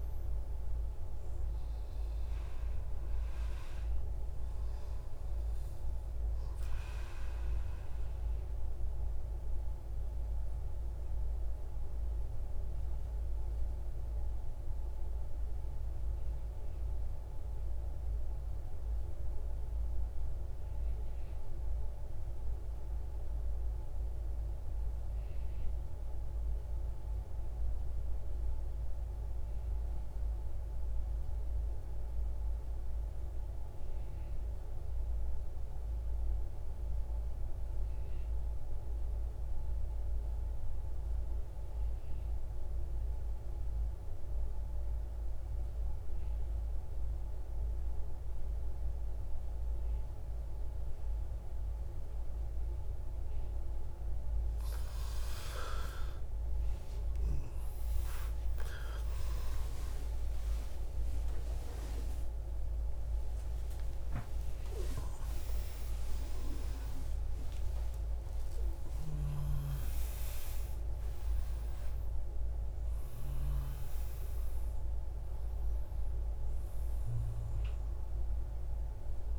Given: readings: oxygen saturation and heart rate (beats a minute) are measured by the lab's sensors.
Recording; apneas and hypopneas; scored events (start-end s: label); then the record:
breathing in sleep, hard to hear, by a room microphone; 1
0.00-19.50 s: oxygen desaturation (device-marked, oxygen 92% lowest)
6.50-53.00 s: mixed apnea (oxygen 99% before, 86% lowest)
37.50-79.39 s: oxygen desaturation (device-marked, oxygen 98% before, 86% lowest)
56.50-63.50 s: arousal
From the record:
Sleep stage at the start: N2 (light sleep); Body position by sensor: on the right side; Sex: male